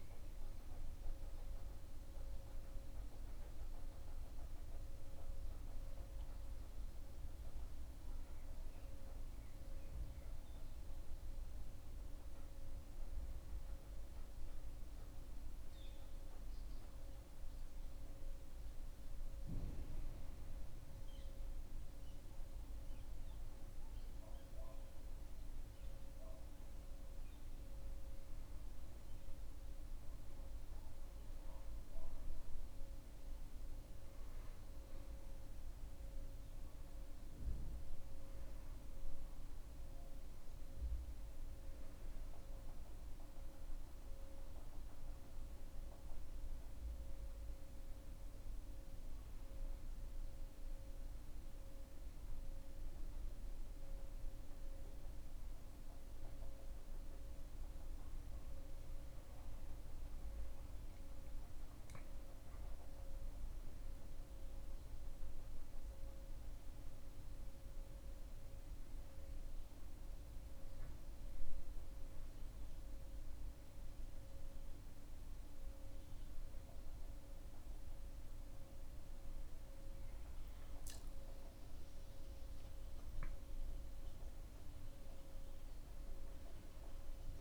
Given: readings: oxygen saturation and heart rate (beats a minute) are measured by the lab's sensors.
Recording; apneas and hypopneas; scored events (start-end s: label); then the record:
breathing in sleep, hard to hear, by a room microphone; none
none scored
From the record:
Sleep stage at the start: N2 (light sleep); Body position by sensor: on the back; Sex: male